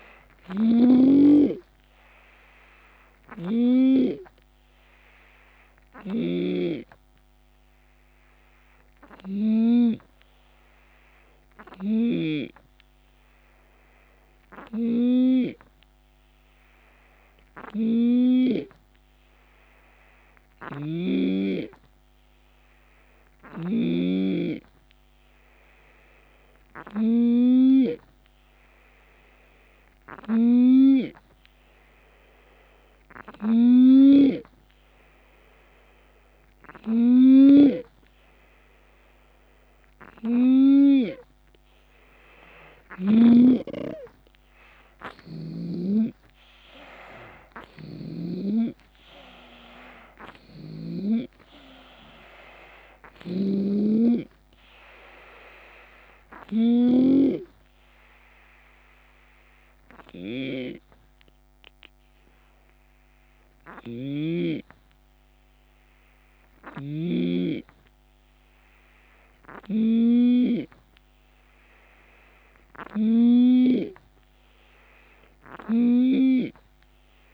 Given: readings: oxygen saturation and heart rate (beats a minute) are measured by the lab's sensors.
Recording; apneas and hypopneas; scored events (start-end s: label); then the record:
breathing in sleep by a microphone on the trachea; 2
0.00-6.50 s: drop in pulse transit time (device-marked, heart rate 74 extreme)
0.00-12.00 s: snoring (device-marked)
3.50-30.50 s: hypopnea (oxygen 91% before, 85% lowest, heart rate 76 before, 67 extreme, up 6 after)
20.00-23.50 s: snoring (device-marked)
37.00-40.50 s: arousal
40.50-57.50 s: drop in pulse transit time (device-marked, heart rate 72 before, 74 extreme)
40.50-75.50 s: oxygen desaturation (device-marked, oxygen 92% before, 85% lowest, heart rate 72 before, 67 extreme)
52.50-57.00 s: snoring (device-marked)
57.00-70.50 s: obstructive apnea (oxygen 92% before, 85% lowest, heart rate 76 before, 67 extreme, up 6 after)
76.00-77.34 s: arousal
From the record:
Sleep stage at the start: N2 (light sleep); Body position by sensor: on the left side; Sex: male